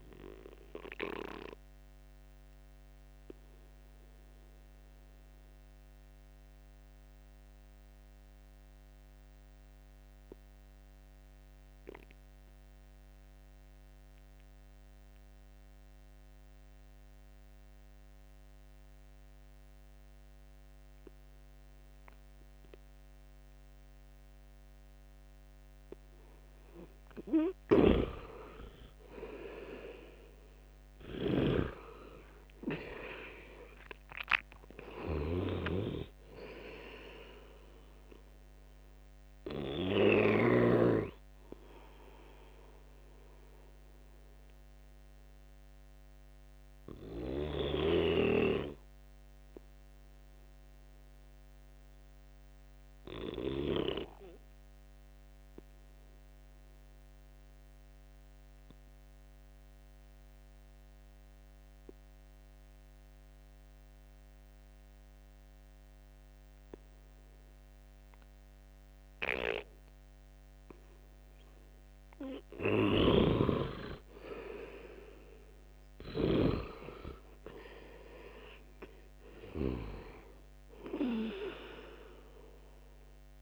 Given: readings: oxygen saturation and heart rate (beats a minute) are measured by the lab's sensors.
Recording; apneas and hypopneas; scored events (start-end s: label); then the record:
breathing in sleep by a microphone on the trachea; 2
0.00-8.50 s: oxygen desaturation (device-marked, oxygen 90% lowest, heart rate 70 extreme)
1.00-27.50 s: obstructive apnea (oxygen 98% before, 87% lowest, heart rate 78 before, 67 extreme, up 14 after)
28.50-58.50 s: oxygen desaturation (device-marked, oxygen 98% before, 87% lowest, heart rate 75 before, 67 extreme)
29.50-32.50 s: arousal
41.50-72.50 s: obstructive apnea (oxygen 98% before, 86% lowest, heart rate 77 before, 68 extreme, up 11 after)
73.50-83.42 s: oxygen desaturation (device-marked, oxygen 97% before, 86% lowest, heart rate 73 before, 71 extreme)
75.00-79.00 s: arousal
From the record:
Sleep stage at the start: N2 (light sleep); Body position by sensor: on the right side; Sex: male